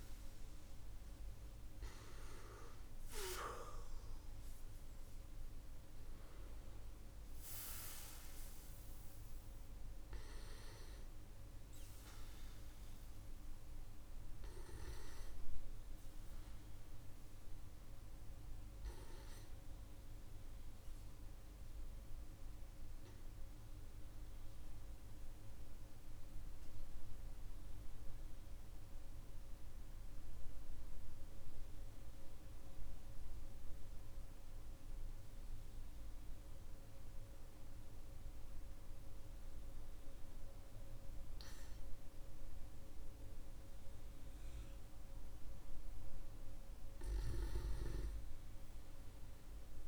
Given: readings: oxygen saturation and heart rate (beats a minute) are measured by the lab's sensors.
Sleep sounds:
breathing in sleep by a room microphone; 1
14.00-32.00 s: oxygen desaturation (device-marked, oxygen 96% before, 93% lowest, heart rate 50 before, 47 extreme)
21.00-44.00 s: obstructive apnea (oxygen 97% before, 93% lowest, heart rate 47 before, 47 extreme, up 6 after)
48.00-49.88 s: arousal
From the record:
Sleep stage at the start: N2 (light sleep); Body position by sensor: on the back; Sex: male

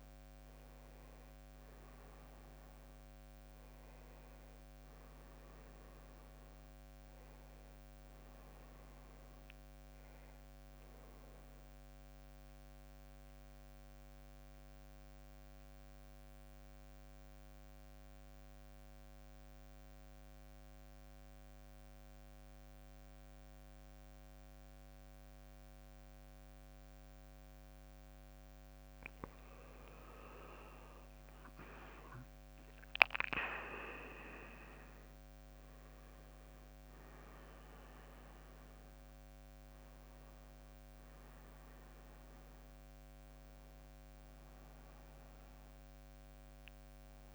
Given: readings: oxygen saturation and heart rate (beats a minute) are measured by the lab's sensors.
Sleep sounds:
breathing in sleep by a microphone on the trachea; 1
0.00-10.00 s: oxygen desaturation (device-marked, oxygen 92% lowest, heart rate 57 extreme)
0.00-13.00 s: drop in pulse transit time (device-marked, heart rate 61 extreme)
11.50-27.50 s: central apnea (oxygen 97% before, 93% lowest, heart rate 67 before, 55 extreme, up 16 after)
29.50-32.00 s: leg movement (device-marked)
30.00-35.50 s: arousal
32.00-46.00 s: drop in pulse transit time (device-marked, heart rate 59 before, 61 extreme)
33.00-47.35 s: oxygen desaturation (device-marked, oxygen 98% before, 93% lowest, heart rate 60 before, 54 extreme)
From the record:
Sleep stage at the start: N2 (light sleep); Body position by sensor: on the back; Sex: male

